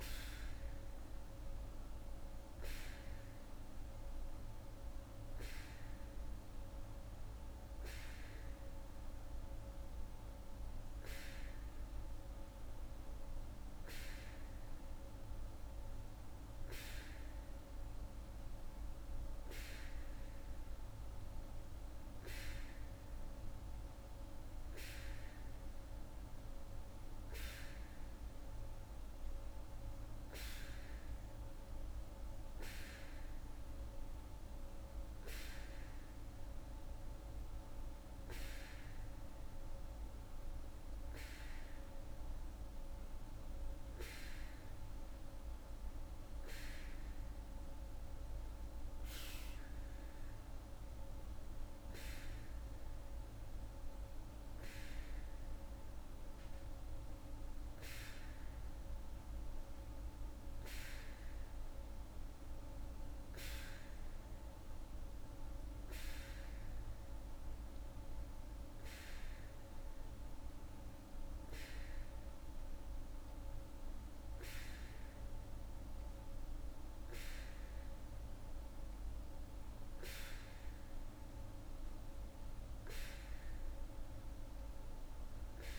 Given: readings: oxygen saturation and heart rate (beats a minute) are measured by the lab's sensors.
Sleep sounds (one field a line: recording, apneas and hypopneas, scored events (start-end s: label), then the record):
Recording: breathing in sleep by a room microphone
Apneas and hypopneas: none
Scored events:
none scored
From the record:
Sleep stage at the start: N2 (light sleep)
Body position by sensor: on the back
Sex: female